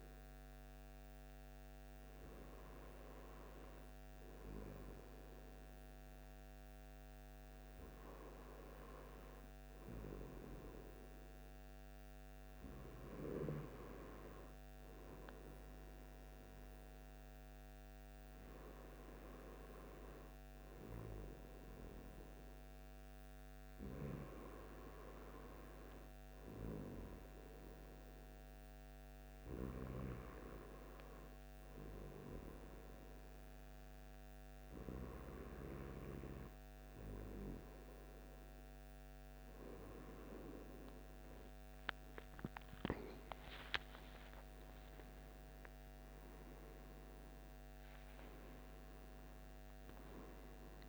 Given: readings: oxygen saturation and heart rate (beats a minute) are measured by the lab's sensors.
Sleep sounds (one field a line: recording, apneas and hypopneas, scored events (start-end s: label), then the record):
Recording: breathing in sleep by a microphone on the trachea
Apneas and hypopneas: none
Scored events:
42.00-46.00 s: arousal
From the record:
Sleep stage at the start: N2 (light sleep)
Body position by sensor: on the right side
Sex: male